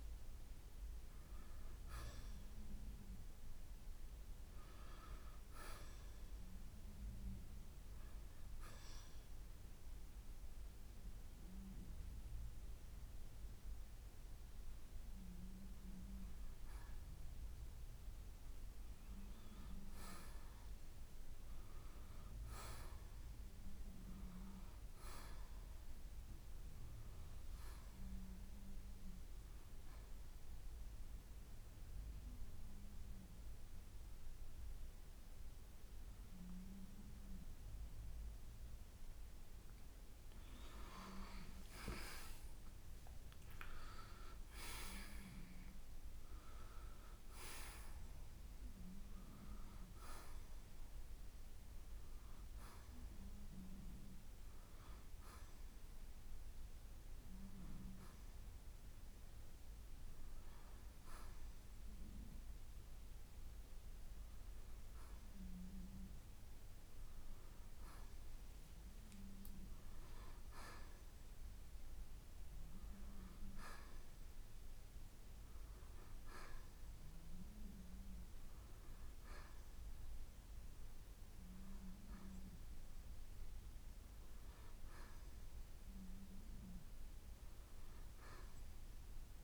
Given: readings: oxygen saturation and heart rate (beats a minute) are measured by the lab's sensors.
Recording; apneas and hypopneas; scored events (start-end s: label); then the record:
breathing in sleep by a room microphone; 1
24.00-28.00 s: arousal
30.50-41.00 s: central apnea (oxygen 92% before, 86% lowest, heart rate 68 before, 57 extreme, up 4 after)
30.50-44.50 s: oxygen desaturation (device-marked, oxygen 92% before, 88% lowest, heart rate 68 before, 57 extreme)
42.50-47.50 s: arousal
51.50-71.50 s: oxygen desaturation (device-marked, oxygen 93% before, 86% lowest, heart rate 64 before, 61 extreme)
72.50-76.50 s: arousal
From the record:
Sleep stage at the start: N2 (light sleep); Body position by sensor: on the right side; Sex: male